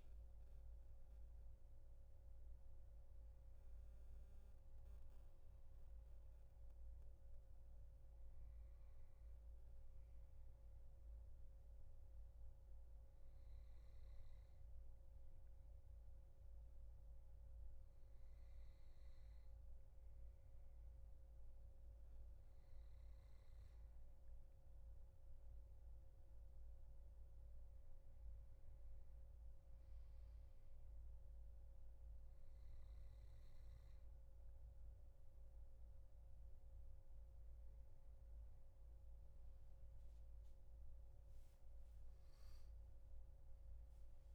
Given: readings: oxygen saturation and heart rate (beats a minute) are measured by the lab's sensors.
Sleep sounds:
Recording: breathing in sleep, hard to hear, by a room microphone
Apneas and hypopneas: 1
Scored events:
4.00-6.50 s: arousal
10.50-24.00 s: hypopnea (oxygen 99% before, 96% lowest, heart rate 77 before, 74 extreme, up 6 after)
From the record:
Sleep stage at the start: N2 (light sleep)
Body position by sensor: on the back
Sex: male

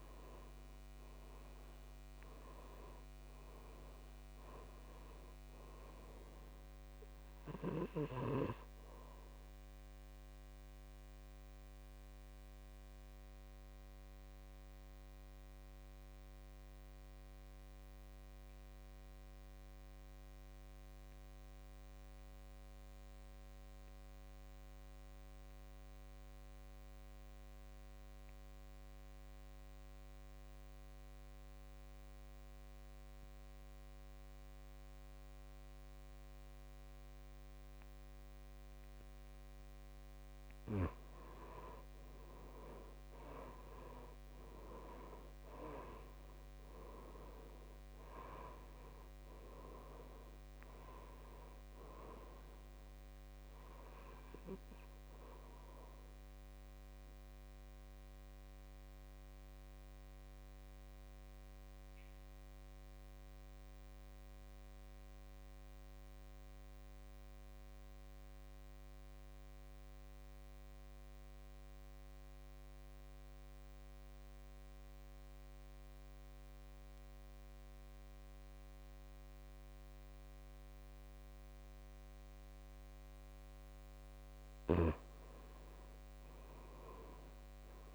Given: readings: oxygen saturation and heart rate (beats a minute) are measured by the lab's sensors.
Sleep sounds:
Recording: breathing in sleep by a microphone on the trachea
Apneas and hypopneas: 2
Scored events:
0.00-2.00 s: arousal
0.00-28.50 s: oxygen desaturation (device-marked, oxygen 79% lowest, heart rate 56 extreme)
11.00-39.50 s: obstructive apnea (oxygen 99% before, 78% lowest, heart rate 68 before, 53 extreme, up 10 after)
39.50-71.50 s: oxygen desaturation (device-marked, oxygen 99% before, 78% lowest, heart rate 60 before, 53 extreme)
41.50-45.50 s: arousal
57.50-83.50 s: obstructive apnea (oxygen 99% before, 78% lowest, heart rate 68 before, 53 extreme, up 10 after)
85.50-87.95 s: arousal
From the record:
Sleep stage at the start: N2 (light sleep)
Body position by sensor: on the back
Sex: male

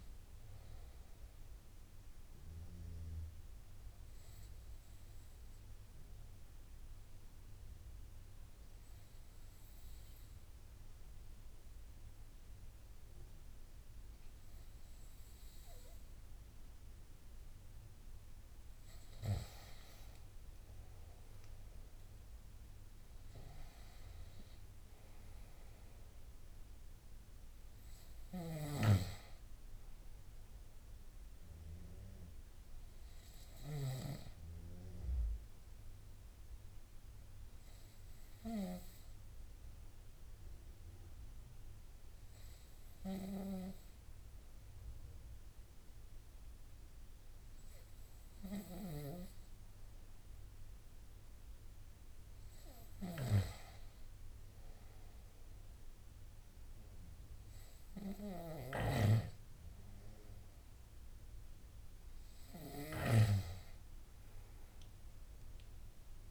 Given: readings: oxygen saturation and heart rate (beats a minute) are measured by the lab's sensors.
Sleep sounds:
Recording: breathing in sleep by a room microphone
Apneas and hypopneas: 2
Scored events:
2.00-18.50 s: obstructive apnea (oxygen 97% before, 92% lowest, heart rate 76 before, 73 extreme, up 7 after)
20.00-48.00 s: oxygen desaturation (device-marked, oxygen 97% before, 92% lowest, heart rate 75 before, 73 extreme)
21.00-24.50 s: arousal
36.50-52.50 s: obstructive apnea (oxygen 97% before, 92% lowest, heart rate 78 before, 73 extreme, up 3 after)
54.50-58.50 s: arousal
From the record:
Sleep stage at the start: N2 (light sleep)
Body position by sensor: on the right side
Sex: male

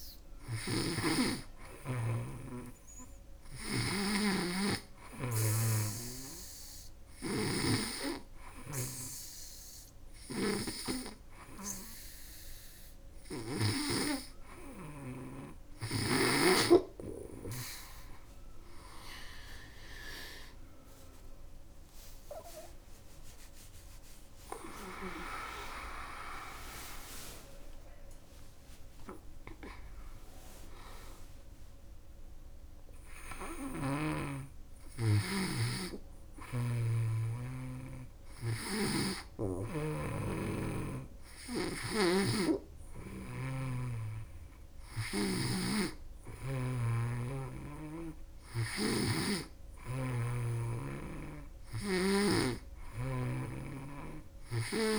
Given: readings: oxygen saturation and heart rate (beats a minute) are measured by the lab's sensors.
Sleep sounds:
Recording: breathing in sleep by a room microphone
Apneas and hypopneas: none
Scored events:
0.00-7.00 s: snoring (device-marked)
21.00-24.00 s: arousal
38.00-54.99 s: snoring (device-marked)
From the record:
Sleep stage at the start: N2 (light sleep)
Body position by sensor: on the back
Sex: female

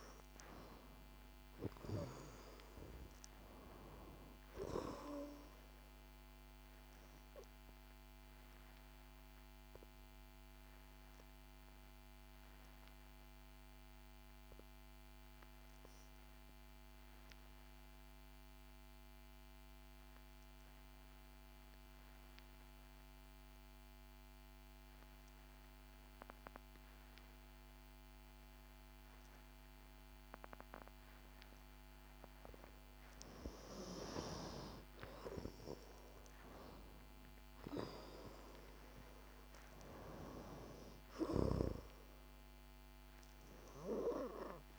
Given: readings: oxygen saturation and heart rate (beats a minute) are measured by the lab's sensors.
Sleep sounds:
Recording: breathing in sleep by a microphone on the trachea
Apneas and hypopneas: 1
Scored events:
0.00-2.00 s: arousal
2.00-33.00 s: oxygen desaturation (device-marked, oxygen 97% before, 89% lowest, heart rate 60 before, 53 extreme)
8.50-32.50 s: obstructive apnea (oxygen 97% before, 89% lowest, heart rate 63 before, 53 extreme, up 14 after)
33.50-35.50 s: long interval between heartbeats (device-marked, heart rate 56 before, 62 extreme)
36.00-40.00 s: arousal
From the record:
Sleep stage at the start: N2 (light sleep)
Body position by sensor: on the back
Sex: female

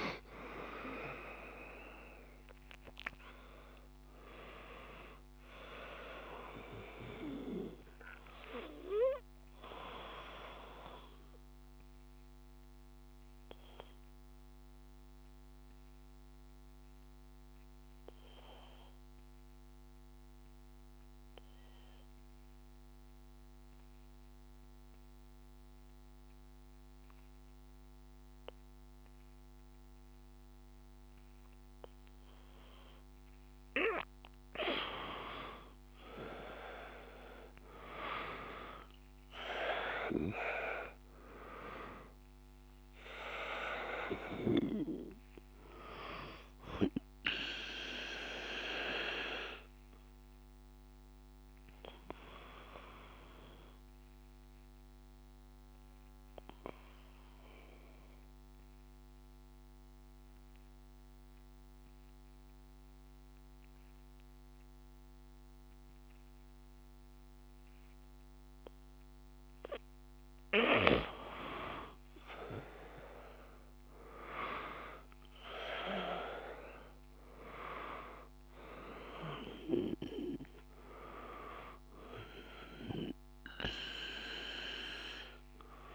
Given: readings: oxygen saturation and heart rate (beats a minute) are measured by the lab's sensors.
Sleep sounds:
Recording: breathing in sleep by a microphone on the trachea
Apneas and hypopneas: 2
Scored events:
0.00-28.00 s: oxygen desaturation (device-marked, oxygen 89% lowest, heart rate 51 extreme)
8.50-32.00 s: obstructive apnea (oxygen 97% before, 88% lowest, heart rate 57 before, 51 extreme, up 2 after)
36.00-39.50 s: arousal
41.00-65.00 s: oxygen desaturation (device-marked, oxygen 97% before, 88% lowest, heart rate 55 before, 53 extreme)
47.50-68.50 s: obstructive apnea (oxygen 97% before, 88% lowest, heart rate 55 before, 53 extreme, up 5 after)
70.50-75.50 s: arousal
79.00-85.95 s: oxygen desaturation (device-marked, oxygen 97% before, 89% lowest, heart rate 56 before, 53 extreme)
From the record:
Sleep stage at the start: N2 (light sleep)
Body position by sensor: on the back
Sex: male

